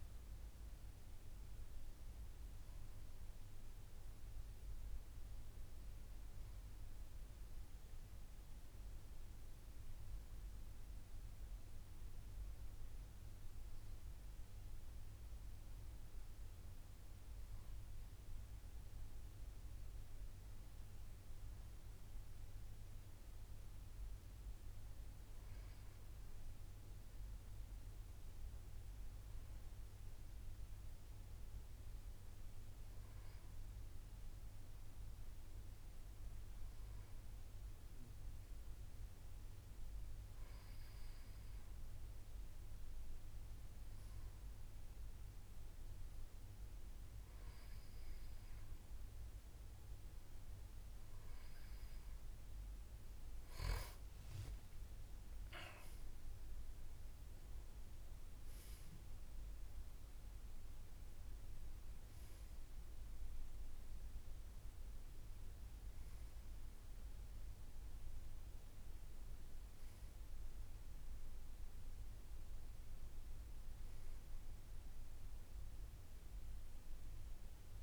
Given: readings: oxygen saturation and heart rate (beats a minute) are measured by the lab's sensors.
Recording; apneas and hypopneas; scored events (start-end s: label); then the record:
breathing in sleep, hard to hear, by a room microphone; none
55.00-59.00 s: arousal
From the record:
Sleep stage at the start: N2 (light sleep); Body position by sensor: on the back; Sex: male